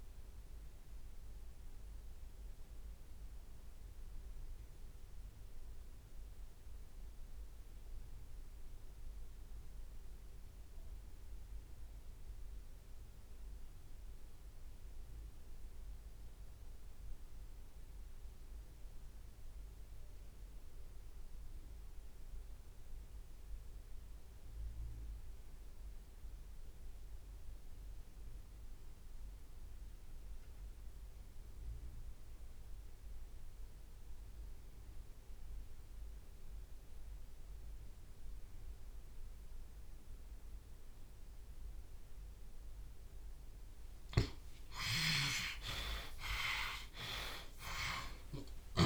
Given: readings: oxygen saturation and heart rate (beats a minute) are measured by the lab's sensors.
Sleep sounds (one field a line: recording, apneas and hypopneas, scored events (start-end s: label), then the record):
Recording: breathing in sleep by a room microphone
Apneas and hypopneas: 1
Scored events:
0.00-31.50 s: oxygen desaturation (device-marked, oxygen 64% lowest)
1.50-3.50 s: long interval between heartbeats (device-marked)
1.50-43.50 s: obstructive apnea (oxygen 93% before, 61% lowest)
8.50-10.50 s: long interval between heartbeats (device-marked)
29.50-32.50 s: drop in pulse transit time (device-marked)
44.00-48.86 s: snoring (device-marked)
44.50-48.86 s: arousal
45.50-48.86 s: drop in pulse transit time (device-marked)
From the record:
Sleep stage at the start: REM sleep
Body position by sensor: on the left side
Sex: male